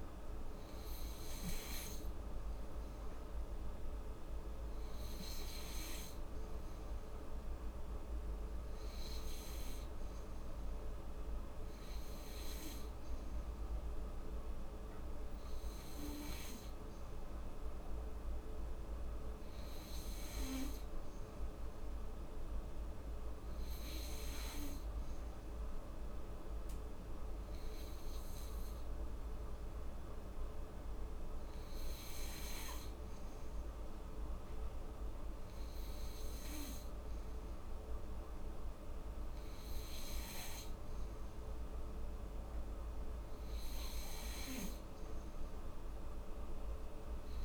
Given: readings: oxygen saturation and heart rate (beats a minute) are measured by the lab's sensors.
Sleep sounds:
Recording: breathing in sleep, hard to hear, by a room microphone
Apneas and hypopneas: none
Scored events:
none scored
From the record:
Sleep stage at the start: N3 (deep sleep)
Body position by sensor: on the back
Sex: female

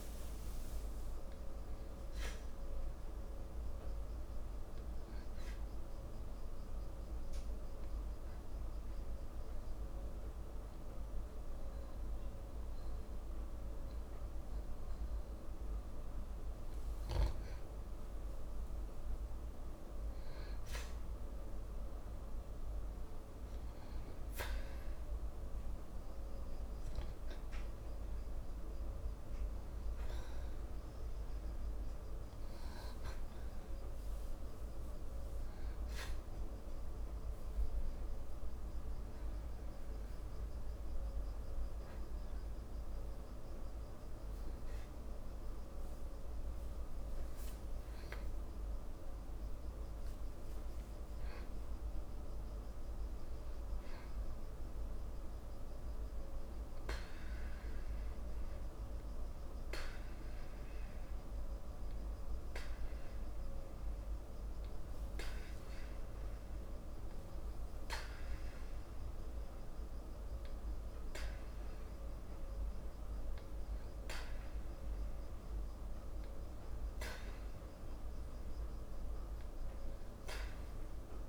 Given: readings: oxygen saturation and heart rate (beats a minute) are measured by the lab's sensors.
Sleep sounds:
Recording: breathing in sleep, hard to hear, by a room microphone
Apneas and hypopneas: 3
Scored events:
6.00-17.00 s: obstructive apnea (oxygen 93% before, 89% lowest, heart rate 55 before, 55 extreme, up 1 after)
19.00-22.50 s: arousal
27.50-43.50 s: oxygen desaturation (device-marked, oxygen 93% before, 89% lowest, heart rate 55 before, 54 extreme)
36.00-46.00 s: obstructive apnea (oxygen 93% before, 89% lowest, heart rate 55 before, 54 extreme, up 28 after)
48.50-56.00 s: arousal
59.00-70.00 s: hypopnea (oxygen 94% before, 93% lowest, heart rate 64 before, 55 extreme, up 1 after)
71.50-75.50 s: arousal
From the record:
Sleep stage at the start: N2 (light sleep)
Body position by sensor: on the back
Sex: male

